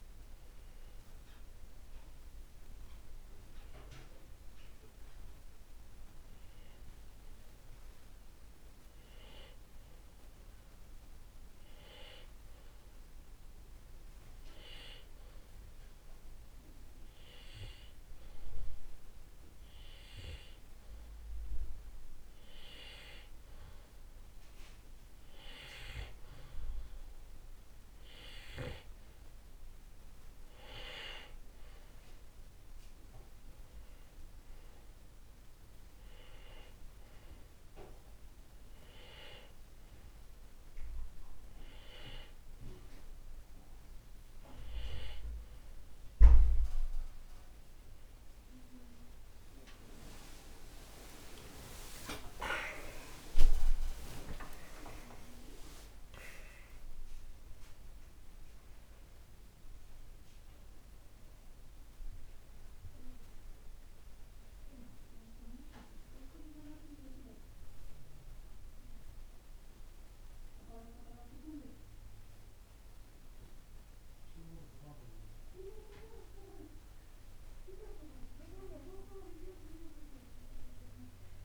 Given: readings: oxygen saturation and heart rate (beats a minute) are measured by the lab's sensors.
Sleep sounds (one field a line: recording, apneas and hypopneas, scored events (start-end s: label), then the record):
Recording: breathing in sleep by a room microphone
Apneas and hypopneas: 1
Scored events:
9.00-13.00 s: arousal
15.50-28.50 s: hypopnea (oxygen 95% before, 92% lowest, heart rate 60 before, 57 extreme, up 12 after)
30.50-33.50 s: arousal
51.50-57.50 s: arousal
60.50-70.50 s: oxygen desaturation (device-marked, oxygen 96% before, 93% lowest, heart rate 74 before, 50 extreme)
From the record:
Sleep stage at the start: N2 (light sleep)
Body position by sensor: on the back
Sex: male